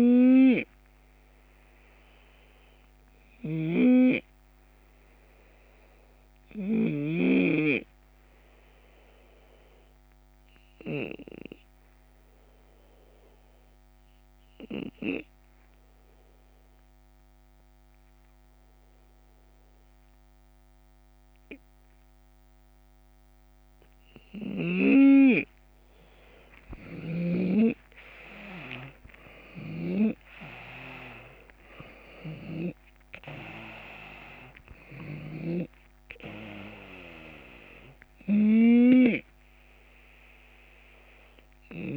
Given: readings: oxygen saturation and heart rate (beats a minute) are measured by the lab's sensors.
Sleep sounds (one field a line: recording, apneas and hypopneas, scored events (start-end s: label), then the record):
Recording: breathing in sleep by a microphone on the trachea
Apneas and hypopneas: 1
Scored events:
0.00-6.50 s: snoring (device-marked)
8.00-23.50 s: obstructive apnea (oxygen 94% before, 85% lowest, heart rate 73 before, 72 extreme, up 8 after)
11.00-17.00 s: drop in pulse transit time (device-marked, heart rate 73 before, 73 extreme)
26.50-31.00 s: arousal
28.00-41.00 s: drop in pulse transit time (device-marked, heart rate 73 before, 77 extreme)
31.50-41.97 s: snoring (device-marked)
32.00-41.97 s: oxygen desaturation (device-marked, oxygen 90% before, 85% lowest, heart rate 74 before, 74 extreme)
From the record:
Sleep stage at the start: N2 (light sleep)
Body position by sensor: on the left side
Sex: male